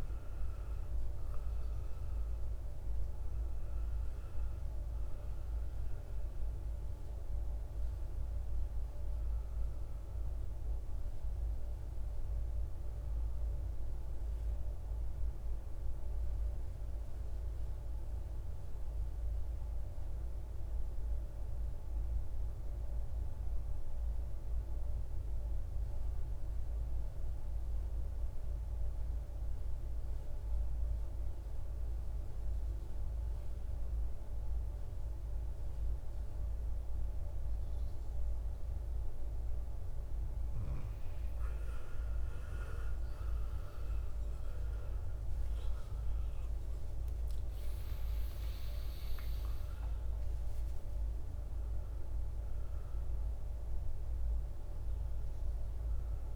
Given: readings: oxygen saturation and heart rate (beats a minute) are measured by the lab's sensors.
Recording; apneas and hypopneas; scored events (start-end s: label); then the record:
breathing in sleep, hard to hear, by a room microphone; 1
0.00-1.00 s: arousal
8.00-22.00 s: oxygen desaturation (device-marked, oxygen 96% before, 93% lowest, heart rate 60 before, 52 extreme)
18.50-38.50 s: obstructive apnea (oxygen 97% before, 88% lowest, heart rate 62 before, 52 extreme, up 24 after)
41.00-56.36 s: oxygen desaturation (device-marked, oxygen 97% before, 88% lowest, heart rate 55 before, 53 extreme)
43.50-47.50 s: arousal
From the record:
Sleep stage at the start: N2 (light sleep); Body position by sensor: on the right side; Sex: male